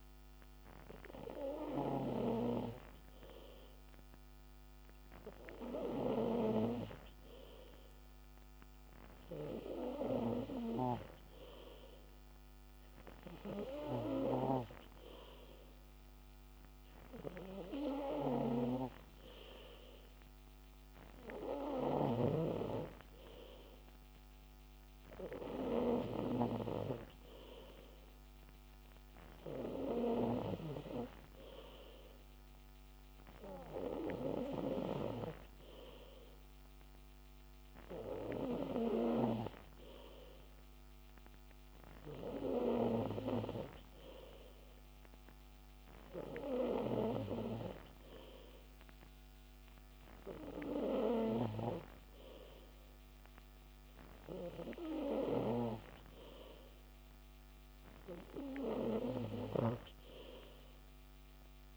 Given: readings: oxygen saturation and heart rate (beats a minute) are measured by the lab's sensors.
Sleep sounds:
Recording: breathing in sleep by a microphone on the trachea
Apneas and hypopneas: none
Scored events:
none scored
From the record:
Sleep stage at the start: N3 (deep sleep)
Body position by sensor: on the back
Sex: male

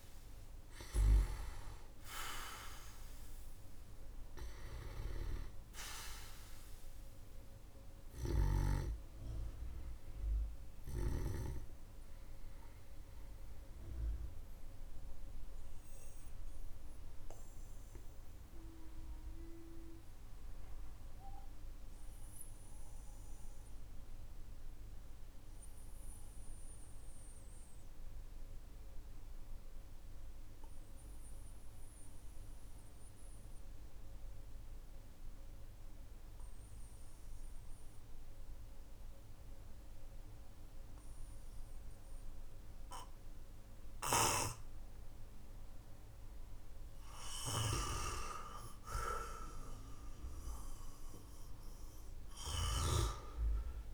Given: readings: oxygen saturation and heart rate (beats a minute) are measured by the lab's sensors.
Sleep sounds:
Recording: breathing in sleep by a room microphone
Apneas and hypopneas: 1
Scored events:
0.00-1.00 s: snoring (device-marked)
0.00-28.50 s: oxygen desaturation (device-marked, oxygen 92% lowest, heart rate 45 extreme)
7.50-11.00 s: snoring (device-marked)
15.00-46.00 s: obstructive apnea (oxygen 97% before, 92% lowest, heart rate 55 before, 43 extreme, up 9 after)
47.00-53.94 s: snoring (device-marked)
49.50-53.94 s: oxygen desaturation (device-marked, oxygen 99% before, 93% lowest, heart rate 53 before, 43 extreme)
From the record:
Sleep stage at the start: N2 (light sleep)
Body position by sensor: on the back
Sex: male

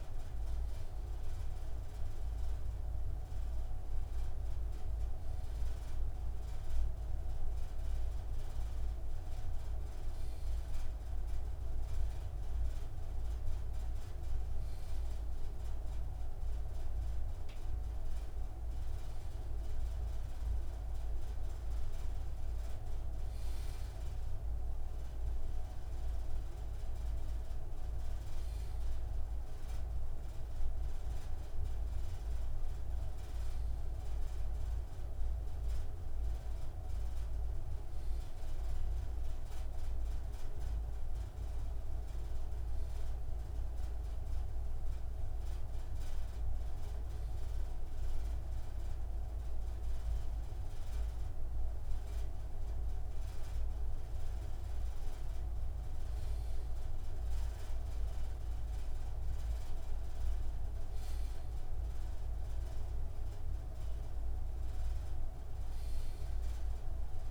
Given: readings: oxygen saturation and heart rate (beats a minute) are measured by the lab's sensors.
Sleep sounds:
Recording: breathing in sleep, hard to hear, by a room microphone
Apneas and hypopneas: none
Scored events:
none scored
From the record:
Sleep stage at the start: N2 (light sleep)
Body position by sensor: on the left side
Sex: male

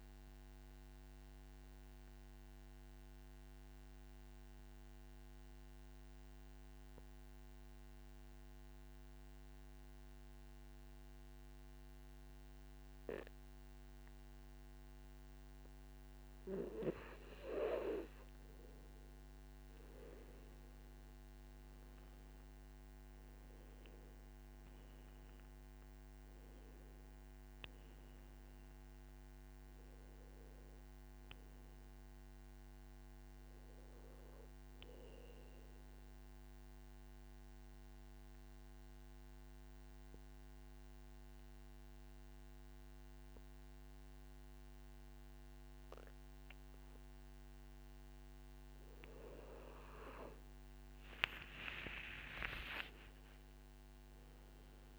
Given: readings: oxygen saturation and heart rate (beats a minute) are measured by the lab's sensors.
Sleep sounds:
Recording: breathing in sleep by a microphone on the trachea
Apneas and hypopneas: 2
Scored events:
0.50-16.50 s: obstructive apnea (oxygen 99% before, 94% lowest, heart rate 59 before, 54 extreme, up 14 after)
1.50-5.50 s: oxygen desaturation (device-marked, oxygen 98% before, 95% lowest, heart rate 59 before, 54 extreme)
20.00-24.00 s: arousal
25.50-38.50 s: oxygen desaturation (device-marked, oxygen 99% before, 94% lowest, heart rate 59 before, 52 extreme)
36.00-49.50 s: obstructive apnea (oxygen 99% before, 93% lowest, heart rate 67 before, 52 extreme, up 14 after)
51.50-54.99 s: arousal
From the record:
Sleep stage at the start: N2 (light sleep)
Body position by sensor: on the back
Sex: male

